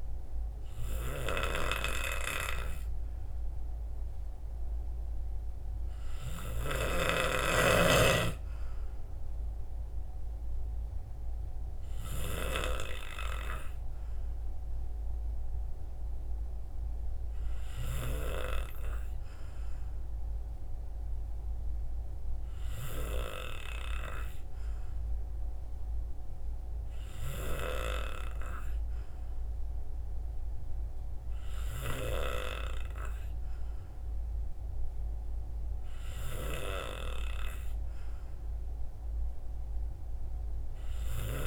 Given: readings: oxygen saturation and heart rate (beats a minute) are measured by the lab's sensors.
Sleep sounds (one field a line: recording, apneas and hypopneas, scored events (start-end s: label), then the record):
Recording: breathing in sleep by a room microphone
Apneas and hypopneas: none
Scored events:
none scored
From the record:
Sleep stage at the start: N3 (deep sleep)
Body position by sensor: on the right side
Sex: male